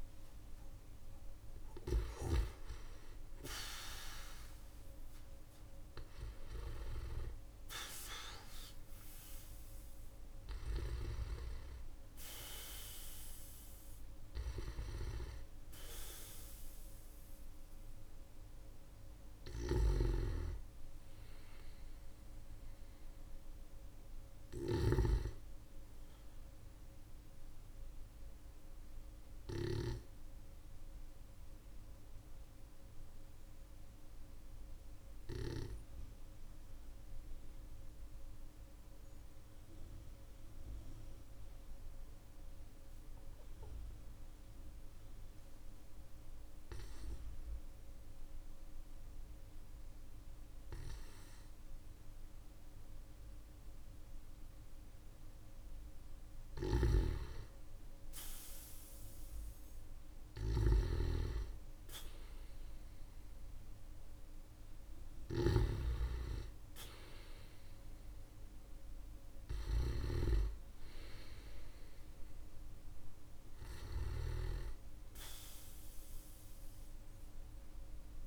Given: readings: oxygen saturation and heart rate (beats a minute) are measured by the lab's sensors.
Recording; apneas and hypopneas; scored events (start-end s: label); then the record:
breathing in sleep by a room microphone; 1
0.00-1.50 s: snoring (device-marked)
19.00-24.50 s: snoring (device-marked)
25.50-44.50 s: obstructive apnea (oxygen 97% before, 93% lowest, heart rate 46 before, 43 extreme, up 11 after)
45.50-49.00 s: arousal
56.00-73.50 s: snoring (device-marked)
From the record:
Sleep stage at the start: N2 (light sleep); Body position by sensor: on the back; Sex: male